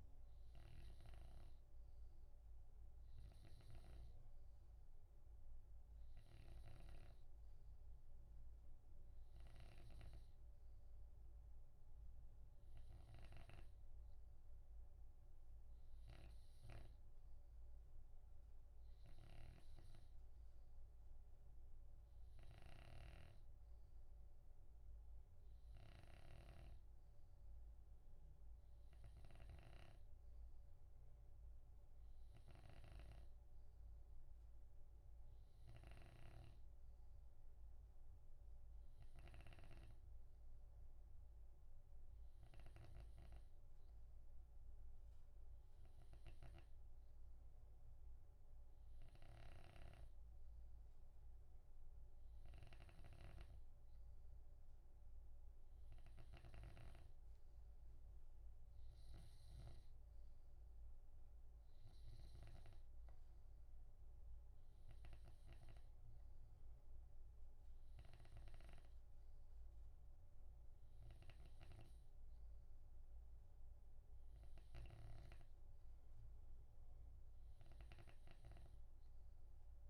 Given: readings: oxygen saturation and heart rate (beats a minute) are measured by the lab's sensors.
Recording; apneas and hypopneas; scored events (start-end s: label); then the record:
breathing in sleep by a room microphone; none
0.00-43.50 s: snoring (device-marked)
49.50-63.00 s: snoring (device-marked)
71.50-79.90 s: snoring (device-marked)
From the record:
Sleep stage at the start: N2 (light sleep); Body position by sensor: on the left side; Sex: male